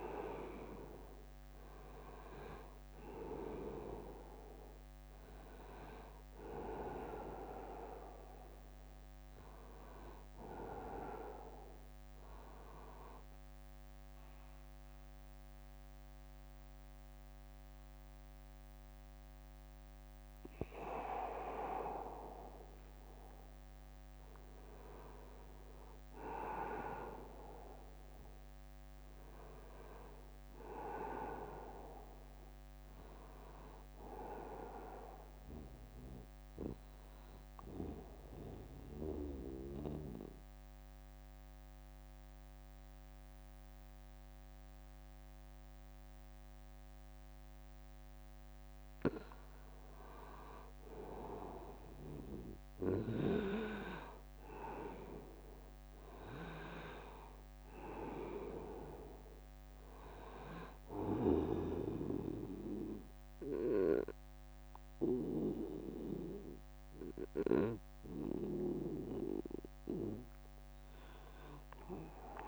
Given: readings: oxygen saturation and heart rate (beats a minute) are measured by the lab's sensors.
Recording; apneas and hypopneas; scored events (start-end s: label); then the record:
breathing in sleep by a microphone on the trachea; 2
0.00-2.00 s: arousal
2.00-20.00 s: oxygen desaturation (device-marked, oxygen 100% before, 91% lowest, heart rate 79 before, 78 extreme)
12.50-23.50 s: obstructive apnea (oxygen 100% before, 90% lowest, heart rate 82 before, 77 extreme, up 8 after)
26.00-29.50 s: arousal
36.50-48.50 s: obstructive apnea (oxygen 99% before, 90% lowest, heart rate 81 before, 68 extreme, up 0 after)
50.50-54.00 s: arousal
53.00-72.47 s: oxygen desaturation (device-marked, oxygen 98% before, 90% lowest, heart rate 79 before, 71 extreme)
65.00-67.00 s: long interval between heartbeats (device-marked, heart rate 76 before, 79 extreme)
From the record:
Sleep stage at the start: N2 (light sleep); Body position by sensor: on the back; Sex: male